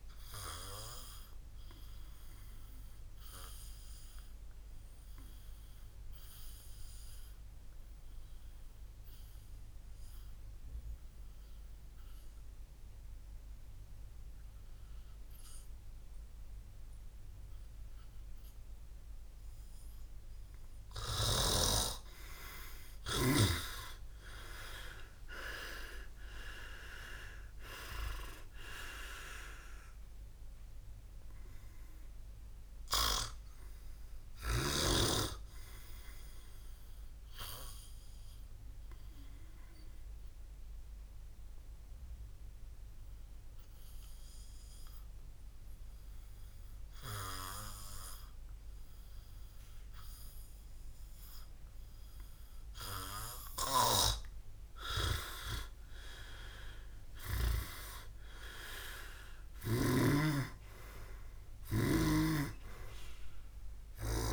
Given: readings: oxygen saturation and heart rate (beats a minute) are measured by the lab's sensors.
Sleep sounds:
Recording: breathing in sleep by a room microphone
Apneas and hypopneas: 2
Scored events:
1.50-21.50 s: obstructive apnea (oxygen 100% before, 90% lowest, heart rate 66 before, 59 extreme, up 18 after)
12.00-19.00 s: oxygen desaturation (device-marked, oxygen 98% before, 94% lowest, heart rate 64 before, 59 extreme)
23.50-27.50 s: arousal
25.00-41.00 s: oxygen desaturation (device-marked, oxygen 100% before, 90% lowest, heart rate 61 before, 61 extreme)
32.00-53.00 s: obstructive apnea (oxygen 100% before, 90% lowest, heart rate 66 before, 59 extreme, up 11 after)
56.00-59.00 s: arousal
From the record:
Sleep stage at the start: N2 (light sleep)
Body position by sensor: on the back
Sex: male

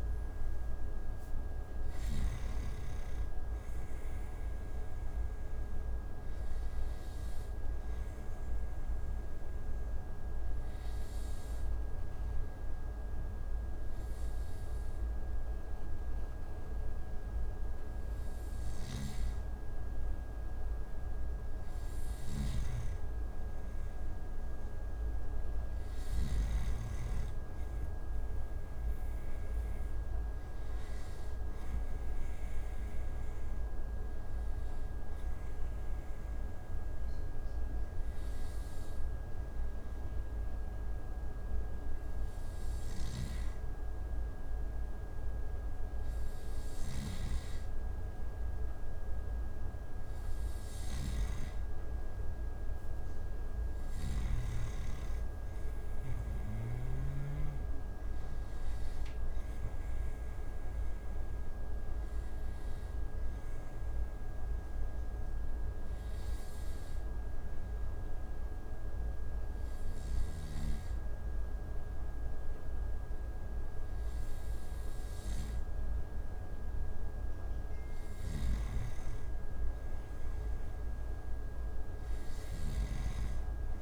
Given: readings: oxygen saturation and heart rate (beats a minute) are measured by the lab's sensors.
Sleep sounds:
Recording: breathing in sleep, hard to hear, by a room microphone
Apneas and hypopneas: 3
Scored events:
7.50-20.50 s: hypopnea (oxygen 94% before, 92% lowest)
18.50-26.50 s: snoring (device-marked)
22.50-26.50 s: arousal
31.50-44.00 s: hypopnea (oxygen 95% before, 92% lowest)
46.50-50.50 s: arousal
46.50-54.50 s: snoring (device-marked)
63.50-75.50 s: hypopnea (oxygen 95% before, 91% lowest)
77.50-80.00 s: arousal
78.00-83.82 s: snoring (device-marked)
From the record:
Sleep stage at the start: N2 (light sleep)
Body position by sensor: on the back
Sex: male

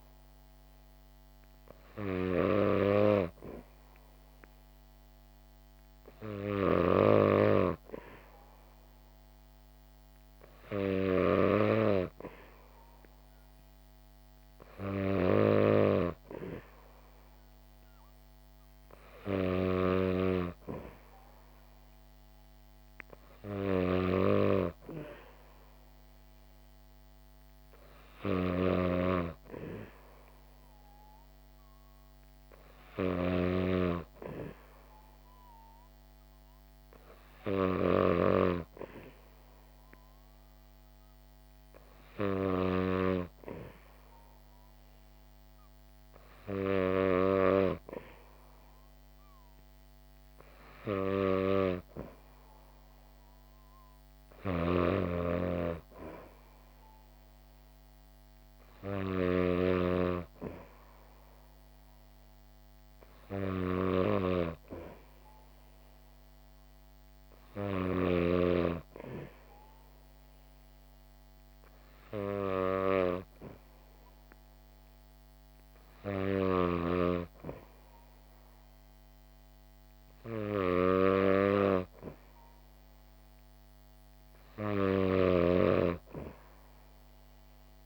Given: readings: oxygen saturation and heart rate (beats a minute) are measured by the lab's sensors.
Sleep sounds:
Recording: breathing in sleep by a microphone on the trachea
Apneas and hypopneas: none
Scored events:
0.00-43.00 s: snoring (device-marked)
54.50-68.50 s: snoring (device-marked)
76.50-87.85 s: snoring (device-marked)
From the record:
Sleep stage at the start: N2 (light sleep)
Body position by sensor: on the back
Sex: female

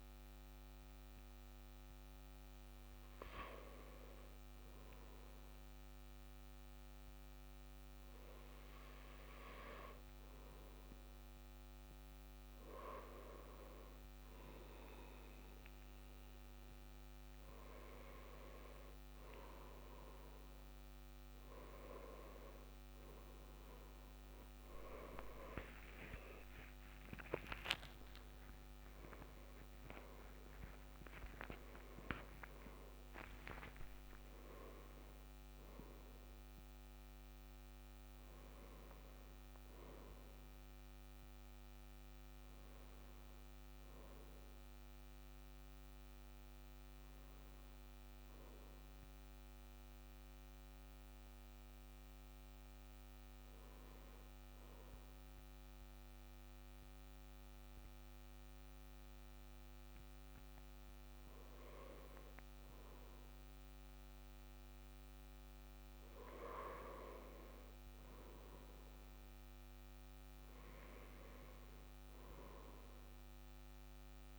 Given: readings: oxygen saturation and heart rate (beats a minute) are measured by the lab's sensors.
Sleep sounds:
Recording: breathing in sleep by a microphone on the trachea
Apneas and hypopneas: 1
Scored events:
28.00-34.00 s: arousal
51.50-62.50 s: hypopnea (oxygen 98% before, 95% lowest, heart rate 71 before, 59 extreme, up 4 after)
66.00-71.50 s: arousal
From the record:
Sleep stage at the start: N2 (light sleep)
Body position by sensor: on the left side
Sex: male

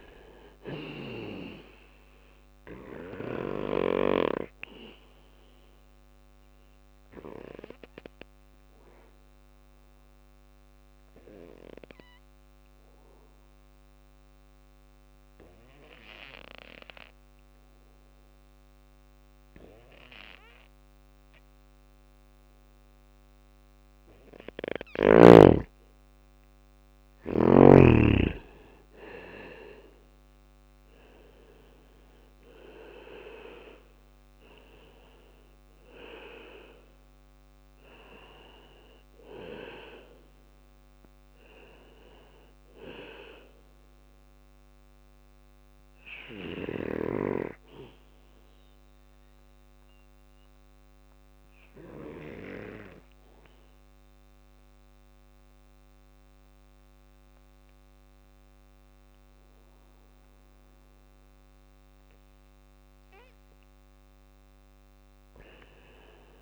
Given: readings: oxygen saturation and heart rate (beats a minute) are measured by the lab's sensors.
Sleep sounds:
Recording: breathing in sleep by a microphone on the trachea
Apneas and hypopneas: 2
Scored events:
0.00-2.50 s: snoring (device-marked)
0.00-6.00 s: drop in pulse transit time (device-marked, heart rate 59 extreme)
0.00-21.00 s: oxygen desaturation (device-marked, oxygen 91% lowest, heart rate 55 extreme)
1.00-23.00 s: bradycardia (device-marked, heart rate 60 before, 55 extreme)
5.00-22.50 s: obstructive apnea (oxygen 98% before, 91% lowest, heart rate 60 before, 57 extreme, up 4 after)
25.00-30.00 s: arousal
28.00-40.00 s: drop in pulse transit time (device-marked, heart rate 58 before, 57 extreme)
34.00-52.00 s: bradycardia (device-marked, heart rate 60 before, 57 extreme)
45.00-61.50 s: obstructive apnea (oxygen 99% before, 93% lowest, heart rate 60 before, 56 extreme, up 4 after)
64.00-66.42 s: arousal
From the record:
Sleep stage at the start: N2 (light sleep)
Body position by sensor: on the back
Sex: male

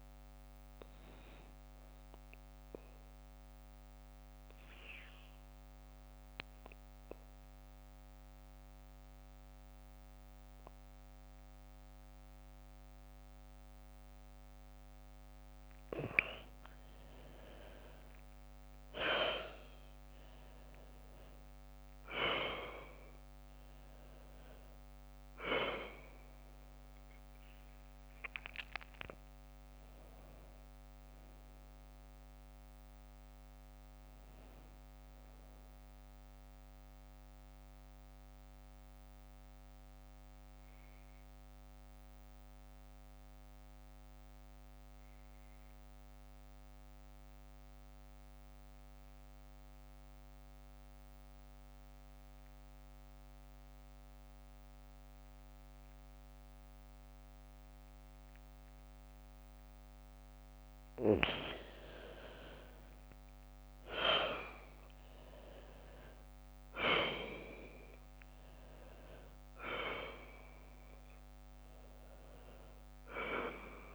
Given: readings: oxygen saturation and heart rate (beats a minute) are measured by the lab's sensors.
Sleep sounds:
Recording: breathing in sleep by a microphone on the trachea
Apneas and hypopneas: 2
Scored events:
0.00-4.50 s: oxygen desaturation (device-marked, oxygen 94% lowest, heart rate 56 extreme)
3.00-15.50 s: obstructive apnea (oxygen 99% before, 85% lowest, heart rate 60 before, 56 extreme, up 6 after)
15.50-44.50 s: oxygen desaturation (device-marked, oxygen 97% before, 89% lowest, heart rate 58 before, 55 extreme)
16.00-20.00 s: arousal
37.00-60.50 s: mixed apnea (oxygen 97% before, 84% lowest, heart rate 63 before, 55 extreme, up 0 after)
61.50-73.95 s: oxygen desaturation (device-marked, oxygen 99% before, 84% lowest, heart rate 60 before, 60 extreme)
From the record:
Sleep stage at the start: N2 (light sleep)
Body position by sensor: on the back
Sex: female

